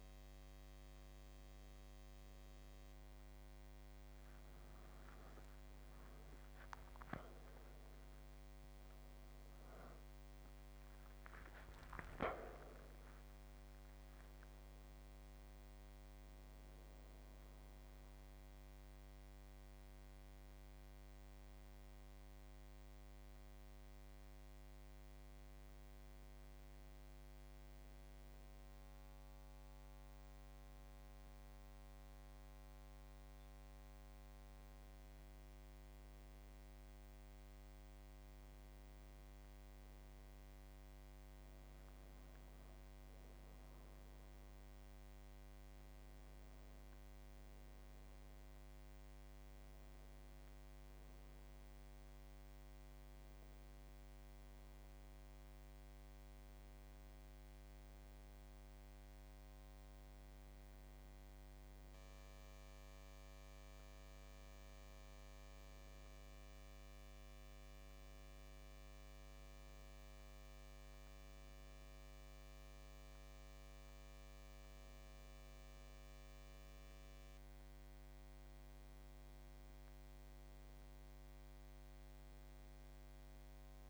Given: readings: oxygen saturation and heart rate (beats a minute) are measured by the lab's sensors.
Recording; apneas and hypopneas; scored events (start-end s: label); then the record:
breathing in sleep, hard to hear, by a microphone on the trachea; 1
5.00-10.50 s: arousal
17.50-30.50 s: hypopnea (oxygen 98% before, 92% lowest, heart rate 85 before, 69 extreme, up 8 after)
32.50-35.50 s: arousal
From the record:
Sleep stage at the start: N1 (lightest sleep); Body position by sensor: on the back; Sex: male